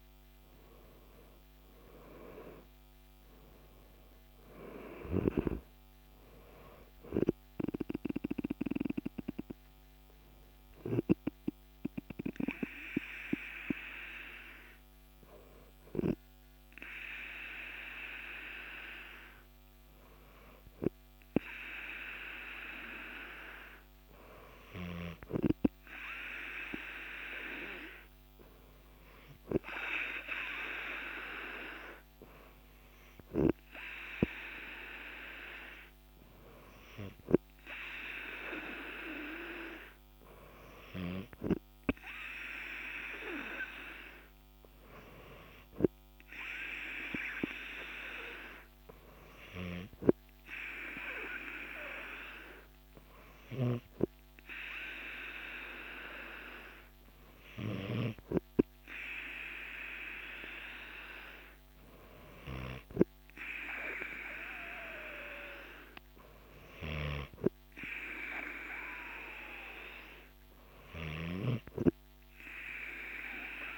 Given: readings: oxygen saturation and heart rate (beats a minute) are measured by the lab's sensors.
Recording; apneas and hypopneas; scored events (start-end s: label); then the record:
breathing in sleep by a microphone on the trachea; 1
0.00-3.00 s: arousal
0.00-3.00 s: oxygen desaturation (device-marked, oxygen 94% lowest, heart rate 49 extreme)
10.00-23.00 s: hypopnea (oxygen 98% before, 95% lowest, heart rate 55 before, 50 extreme, up 6 after)
26.50-30.00 s: arousal
From the record:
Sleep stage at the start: N2 (light sleep); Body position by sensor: on the back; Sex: male